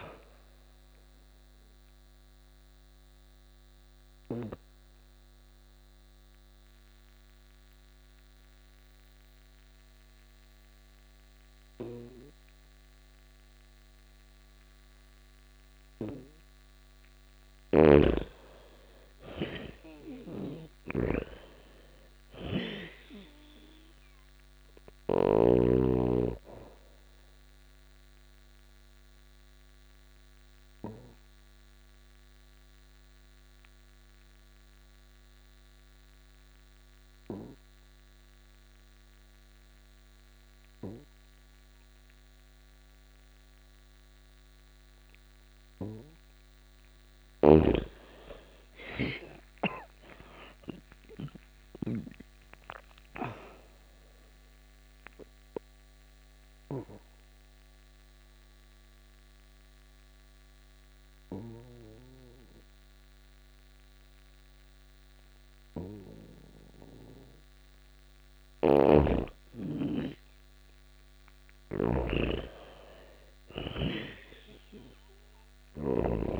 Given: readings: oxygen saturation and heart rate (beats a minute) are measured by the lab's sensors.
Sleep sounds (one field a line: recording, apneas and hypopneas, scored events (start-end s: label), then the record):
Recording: breathing in sleep by a microphone on the trachea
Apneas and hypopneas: 3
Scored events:
1.00-13.00 s: oxygen desaturation (device-marked, oxygen 99% before, 88% lowest)
1.00-17.00 s: obstructive apnea (oxygen 99% before, 85% lowest)
16.50-24.50 s: snoring (device-marked)
18.00-21.50 s: arousal
23.00-37.00 s: oxygen desaturation (device-marked, oxygen 98% before, 87% lowest)
27.00-45.00 s: obstructive apnea (oxygen 98% before, 85% lowest)
46.00-68.00 s: oxygen desaturation (device-marked, oxygen 98% before, 85% lowest)
46.50-50.50 s: arousal
46.50-51.50 s: snoring (device-marked)
54.50-65.50 s: obstructive apnea (oxygen 98% before, 85% lowest, heart rate 35 before, 27 extreme, up 13 after)
67.50-75.50 s: snoring (device-marked)
68.50-72.00 s: arousal
70.00-76.40 s: oxygen desaturation (device-marked, oxygen 98% before, 88% lowest)
From the record:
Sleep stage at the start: N2 (light sleep)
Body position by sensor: on the back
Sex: female